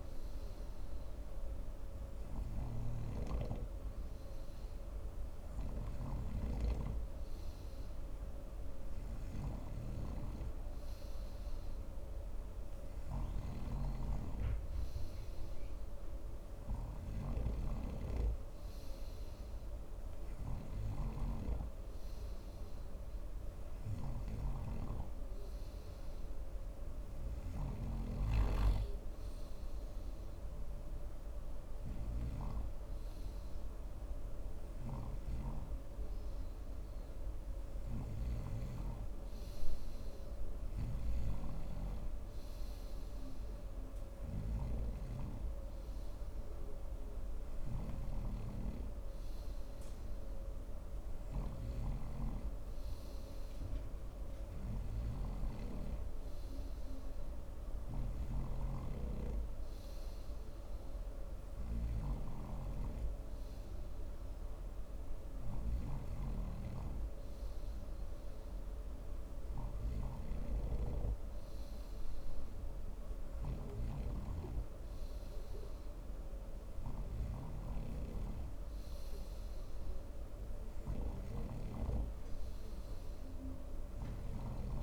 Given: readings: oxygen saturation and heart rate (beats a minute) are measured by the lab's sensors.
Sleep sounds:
breathing in sleep by a room microphone; none
0.00-33.00 s: snoring (device-marked)
41.50-84.82 s: snoring (device-marked)
From the record:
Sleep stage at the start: N3 (deep sleep); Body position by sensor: on the front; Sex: male

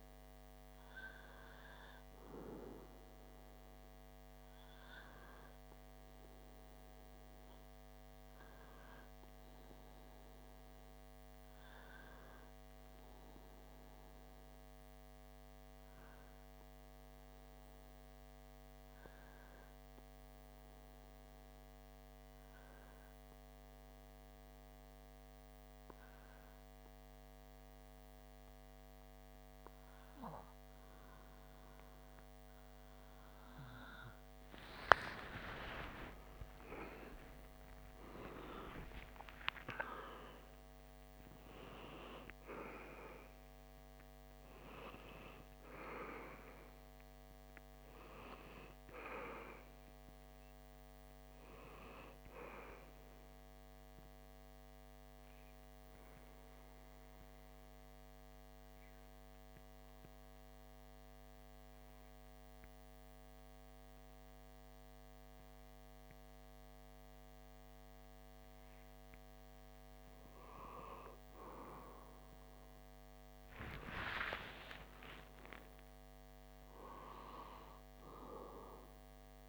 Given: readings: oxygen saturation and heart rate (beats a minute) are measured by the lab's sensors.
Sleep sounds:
breathing in sleep by a microphone on the trachea; 2
20.50-34.00 s: obstructive apnea (oxygen 96% before, 93% lowest)
22.00-52.00 s: new sleep stage, N2 (light sleep)
34.00-38.00 s: arousal
52.00-79.49 s: new sleep stage, REM sleep
55.00-68.50 s: obstructive apnea (oxygen 96% before, 93% lowest)
70.00-73.00 s: arousal
From the record:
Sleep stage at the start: N1 (lightest sleep); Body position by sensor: on the back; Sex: male

